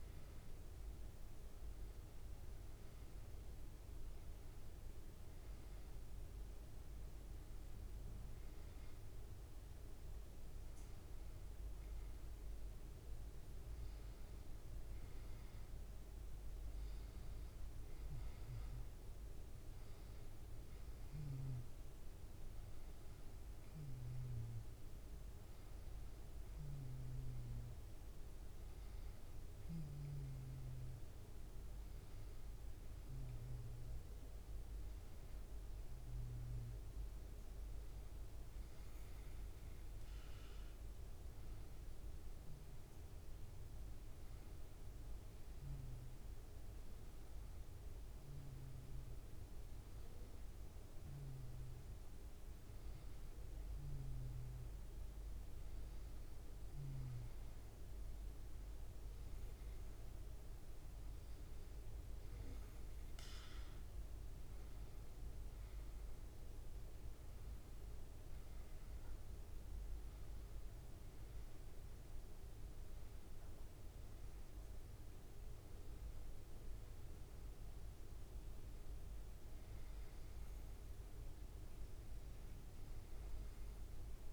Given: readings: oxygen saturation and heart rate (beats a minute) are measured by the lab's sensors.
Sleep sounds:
breathing in sleep, hard to hear, by a room microphone; none
none scored
From the record:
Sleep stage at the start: N2 (light sleep); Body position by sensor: on the back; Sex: male

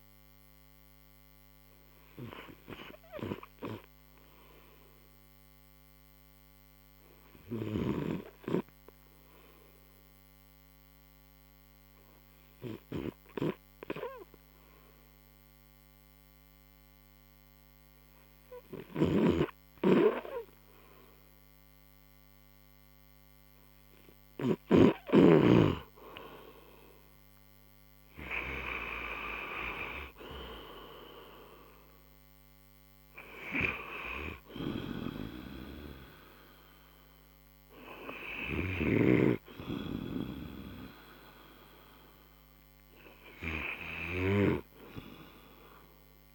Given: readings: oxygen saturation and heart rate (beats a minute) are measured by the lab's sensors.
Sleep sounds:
breathing in sleep by a microphone on the trachea; 1
6.00-24.50 s: obstructive apnea (oxygen 95% before, 90% lowest)
26.00-31.00 s: arousal
28.50-45.50 s: oxygen desaturation (device-marked, oxygen 96% before, 90% lowest)
From the record:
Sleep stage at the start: N2 (light sleep); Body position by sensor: on the right side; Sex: male

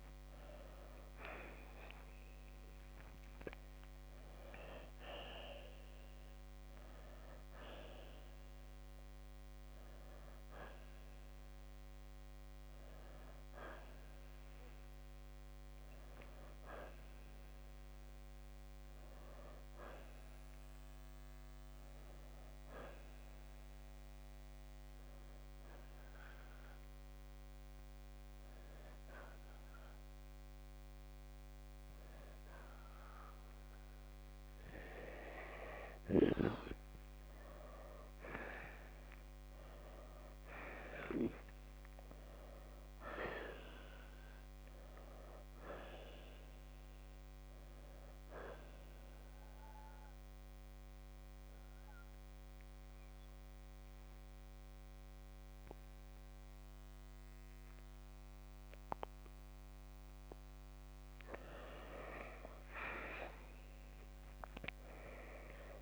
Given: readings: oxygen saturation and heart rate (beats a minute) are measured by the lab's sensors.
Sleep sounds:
breathing in sleep by a microphone on the trachea; 2
0.00-3.50 s: arousal
22.00-34.00 s: hypopnea (oxygen 91% before, 84% lowest, heart rate 71 before, 53 extreme, up 4 after)
37.00-40.00 s: arousal
47.50-65.50 s: oxygen desaturation (device-marked, oxygen 91% before, 86% lowest, heart rate 66 before, 51 extreme)
49.00-60.00 s: mixed apnea (oxygen 91% before, 84% lowest, heart rate 65 before, 51 extreme, up 7 after)
63.50-65.82 s: arousal
From the record:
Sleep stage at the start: N2 (light sleep); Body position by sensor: on the right side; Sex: male

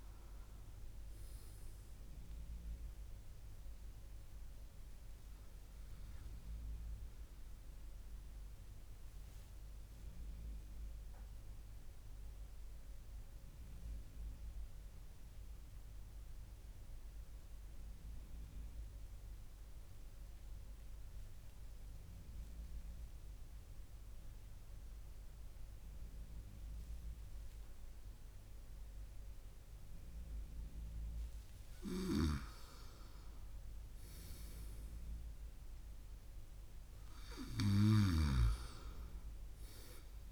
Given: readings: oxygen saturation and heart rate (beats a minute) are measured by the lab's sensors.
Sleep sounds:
breathing in sleep by a room microphone; 1
9.50-31.00 s: mixed apnea (oxygen 98% before, 95% lowest, heart rate 72 before, 62 extreme, up 3 after)
11.50-40.31 s: new sleep stage, N2 (light sleep)
31.50-38.00 s: snoring (device-marked)
33.50-37.00 s: arousal
35.50-40.31 s: oxygen desaturation (device-marked, oxygen 99% before, 96% lowest, heart rate 66 before, 62 extreme)
From the record:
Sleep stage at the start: N1 (lightest sleep); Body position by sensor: on the right side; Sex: male

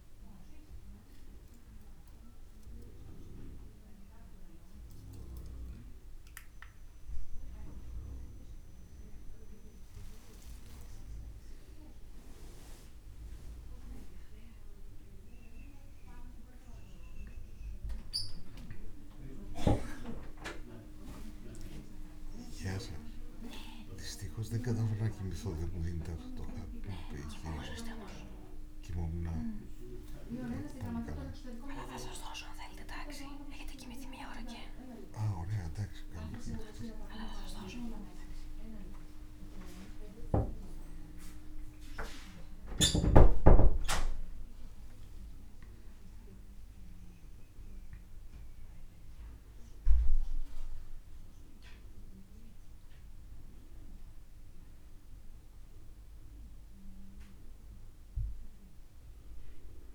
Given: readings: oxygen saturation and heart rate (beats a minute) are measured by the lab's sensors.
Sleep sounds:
a person awake in a sleep study, by a room microphone; none
8.00-38.00 s: new sleep stage, awake
38.00-59.95 s: new sleep stage, N1 (lightest sleep)
From the record:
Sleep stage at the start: N1 (lightest sleep); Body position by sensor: on the back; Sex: male

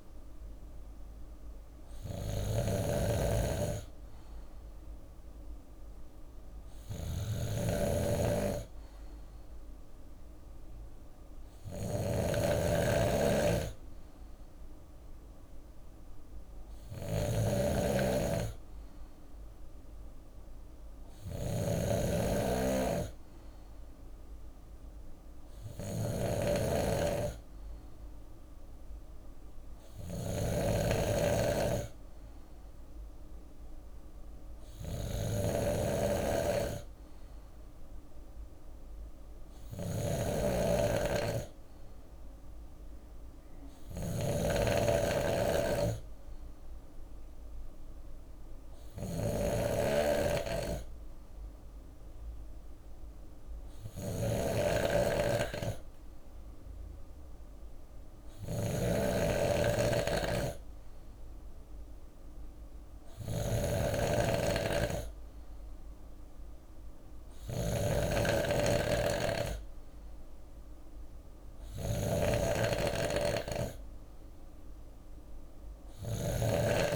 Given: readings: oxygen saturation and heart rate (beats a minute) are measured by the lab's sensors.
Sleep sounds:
breathing in sleep by a room microphone; none
0.00-76.96 s: snoring (device-marked)
44.00-64.00 s: bradycardia (device-marked, heart rate 56 before, 58 extreme)
74.00-76.96 s: bradycardia (device-marked, heart rate 58 before, 56 extreme)
From the record:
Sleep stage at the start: N2 (light sleep); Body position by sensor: on the left side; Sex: male

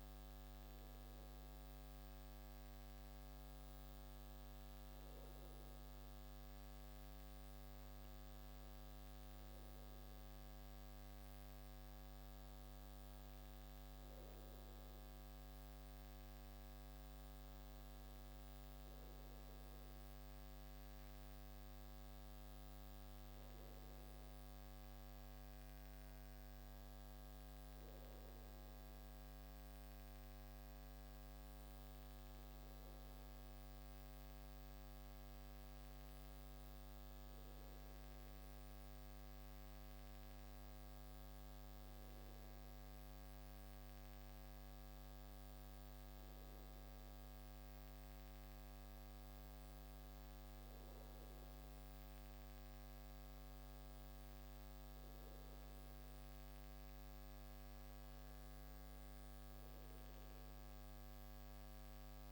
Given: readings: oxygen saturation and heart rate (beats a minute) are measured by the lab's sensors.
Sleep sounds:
breathing in sleep, hard to hear, by a microphone on the trachea; none
none scored
From the record:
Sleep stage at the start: N2 (light sleep); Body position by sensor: on the right side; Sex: male

